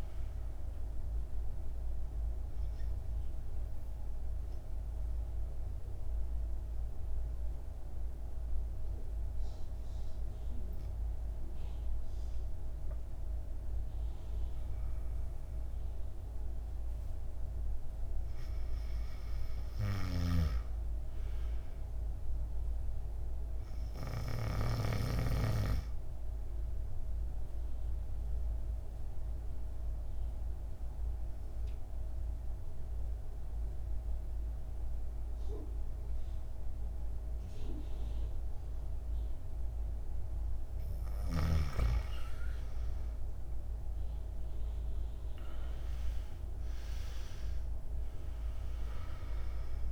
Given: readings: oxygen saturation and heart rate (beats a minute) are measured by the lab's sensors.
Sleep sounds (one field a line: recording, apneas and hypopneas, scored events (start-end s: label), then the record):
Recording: breathing in sleep by a room microphone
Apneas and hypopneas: 2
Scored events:
0.00-18.50 s: oxygen desaturation (device-marked, oxygen 82% lowest, heart rate 52 extreme)
3.00-17.50 s: obstructive apnea (oxygen 99% before, 82% lowest, heart rate 61 before, 52 extreme, up 5 after)
19.50-23.00 s: arousal
28.00-42.00 s: obstructive apnea (oxygen 99% before, 88% lowest, heart rate 55 before, 52 extreme, up 18 after)
32.50-39.50 s: oxygen desaturation (device-marked, oxygen 98% before, 93% lowest, heart rate 55 before, 53 extreme)
41.50-49.92 s: oxygen desaturation (device-marked, oxygen 96% before, 88% lowest, heart rate 53 before, 52 extreme)
43.50-47.00 s: arousal
From the record:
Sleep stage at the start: N2 (light sleep)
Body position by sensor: on the back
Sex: male